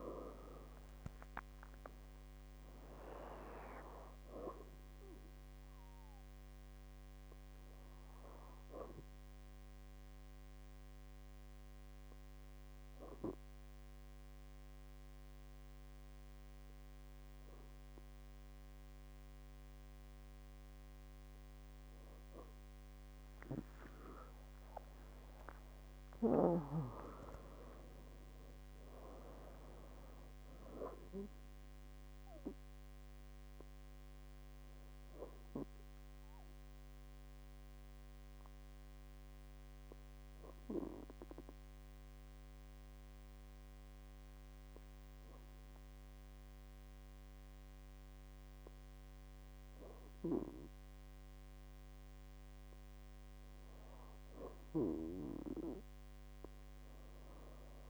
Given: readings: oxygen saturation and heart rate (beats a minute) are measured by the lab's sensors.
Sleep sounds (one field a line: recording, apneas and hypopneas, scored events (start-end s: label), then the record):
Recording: breathing in sleep by a microphone on the trachea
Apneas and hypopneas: 2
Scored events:
0.00-2.00 s: arousal
0.00-26.00 s: oxygen desaturation (device-marked, oxygen 95% lowest, heart rate 59 extreme)
8.50-22.00 s: hypopnea (oxygen 99% before, 95% lowest, heart rate 67 before, 59 extreme)
24.50-28.50 s: arousal
36.50-50.00 s: hypopnea (oxygen 98% before, 96% lowest, heart rate 88 before, 59 extreme, up 6 after)
52.50-55.00 s: arousal
From the record:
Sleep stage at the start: N2 (light sleep)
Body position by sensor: on the back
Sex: female